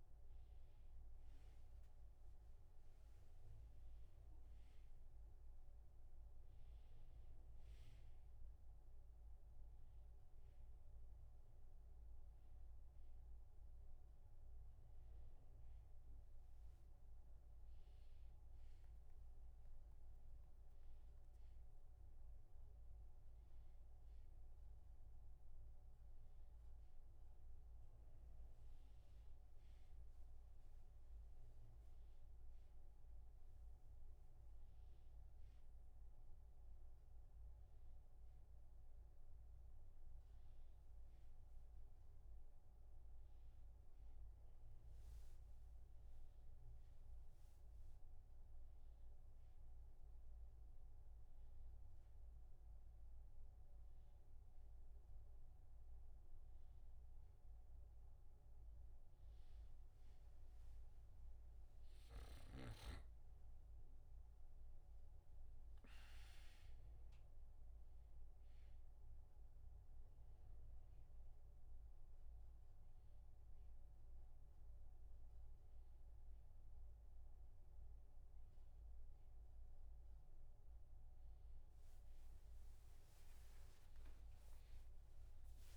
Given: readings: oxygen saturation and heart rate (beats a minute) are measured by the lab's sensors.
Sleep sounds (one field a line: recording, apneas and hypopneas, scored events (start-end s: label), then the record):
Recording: a person awake in a sleep study, hard to hear, by a room microphone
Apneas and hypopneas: none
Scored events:
none scored
From the record:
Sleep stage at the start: awake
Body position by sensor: on the back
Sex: male